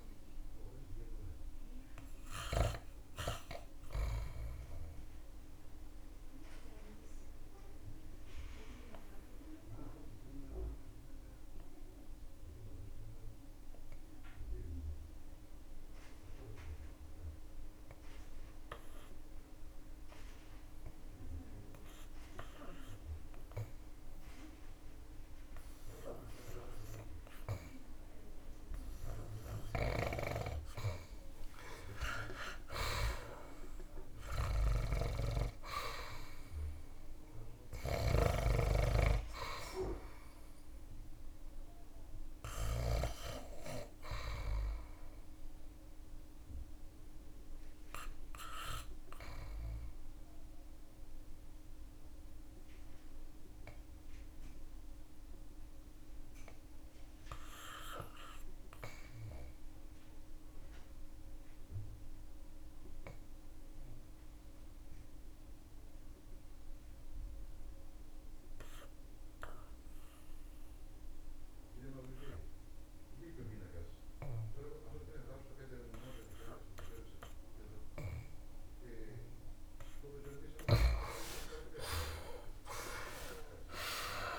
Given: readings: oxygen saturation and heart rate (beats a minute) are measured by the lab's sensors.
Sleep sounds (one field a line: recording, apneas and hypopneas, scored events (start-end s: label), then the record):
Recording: breathing in sleep by a room microphone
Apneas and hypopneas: 2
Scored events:
5.50-27.00 s: obstructive apnea (oxygen 99% before, 79% lowest)
31.00-35.50 s: arousal
32.50-59.50 s: oxygen desaturation (device-marked, oxygen 98% before, 84% lowest)
48.50-79.00 s: obstructive apnea (oxygen 98% before, 78% lowest)
70.50-84.39 s: oxygen desaturation (device-marked, oxygen 99% before, 78% lowest)
80.50-84.00 s: arousal
From the record:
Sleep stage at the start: REM sleep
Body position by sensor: on the back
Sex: male